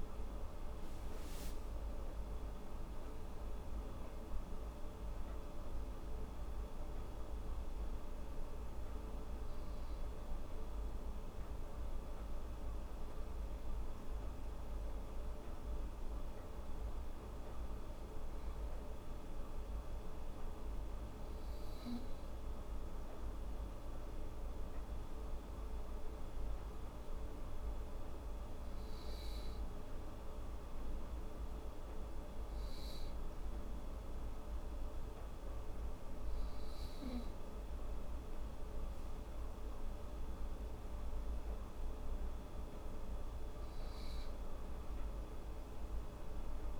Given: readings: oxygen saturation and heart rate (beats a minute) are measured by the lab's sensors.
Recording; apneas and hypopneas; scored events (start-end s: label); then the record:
breathing in sleep, hard to hear, by a room microphone; none
none scored
From the record:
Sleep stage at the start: N2 (light sleep); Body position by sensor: on the right side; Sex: female